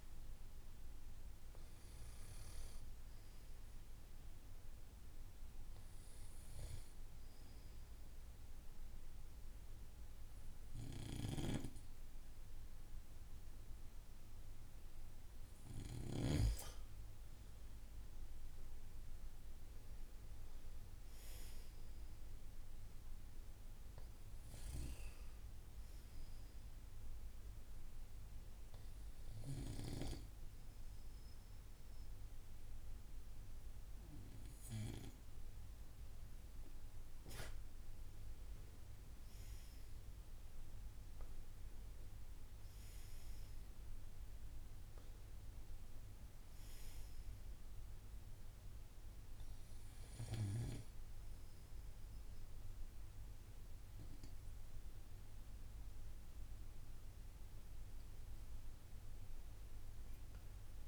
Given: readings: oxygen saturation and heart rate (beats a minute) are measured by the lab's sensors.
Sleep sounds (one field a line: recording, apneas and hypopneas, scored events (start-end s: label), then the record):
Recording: breathing in sleep by a room microphone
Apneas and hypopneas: 1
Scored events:
26.50-37.00 s: obstructive apnea (oxygen 95% before, 94% lowest, heart rate 48 before, 30 extreme, up 30 after)
38.50-43.00 s: arousal
From the record:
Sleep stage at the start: N2 (light sleep)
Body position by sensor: on the right side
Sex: male